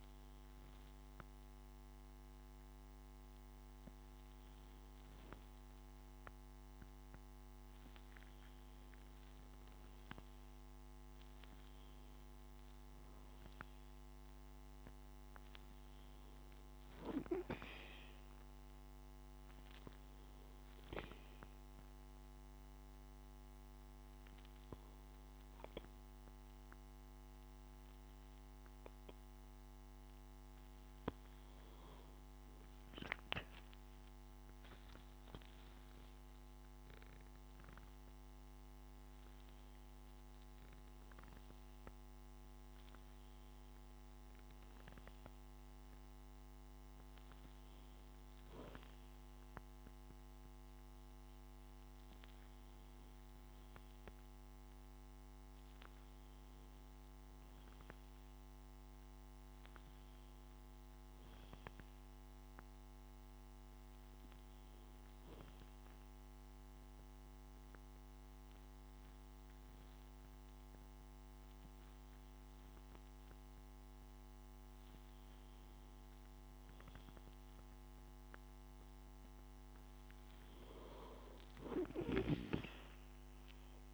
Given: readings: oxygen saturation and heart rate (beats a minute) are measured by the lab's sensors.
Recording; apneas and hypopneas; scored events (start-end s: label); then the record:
breathing in sleep by a microphone on the trachea; 2
11.00-15.00 s: arousal
21.00-33.00 s: obstructive apnea (oxygen 96% before, 94% lowest, heart rate 69 before, 67 extreme, up 6 after)
35.50-39.00 s: arousal
57.00-60.50 s: arousal
65.50-76.00 s: hypopnea (oxygen 95% before, 93% lowest, heart rate 70 before, 65 extreme, up 8 after)
From the record:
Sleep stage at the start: N2 (light sleep); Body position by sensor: on the back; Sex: male